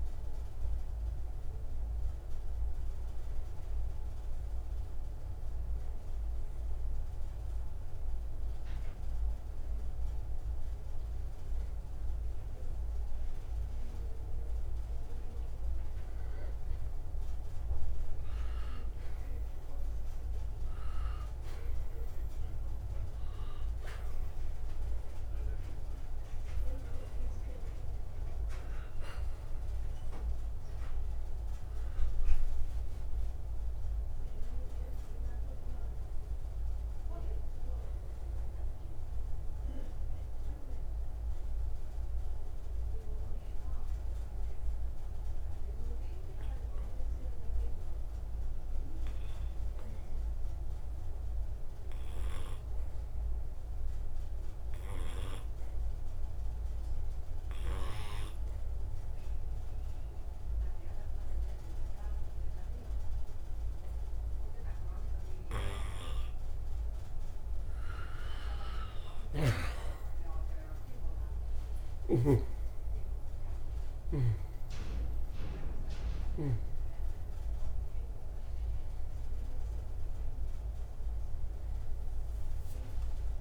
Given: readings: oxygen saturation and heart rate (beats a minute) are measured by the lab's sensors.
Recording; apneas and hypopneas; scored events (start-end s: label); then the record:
breathing in sleep by a room microphone; 2
0.00-1.00 s: oxygen desaturation (device-marked, oxygen 89% lowest, heart rate 77 extreme)
2.00-14.00 s: obstructive apnea (oxygen 95% before, 91% lowest, heart rate 154 before, 77 extreme)
18.00-22.50 s: arousal
25.00-54.00 s: oxygen desaturation (device-marked, oxygen 97% before, 91% lowest, heart rate 136 before, 65 extreme)
40.00-67.00 s: obstructive apnea (oxygen 97% before, 88% lowest, heart rate 102 before, 75 extreme)
69.00-73.00 s: arousal
72.00-83.41 s: oxygen desaturation (device-marked, oxygen 97% before, 88% lowest, heart rate 100 before, 79 extreme)
From the record:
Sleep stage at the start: N2 (light sleep); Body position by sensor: on the right side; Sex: male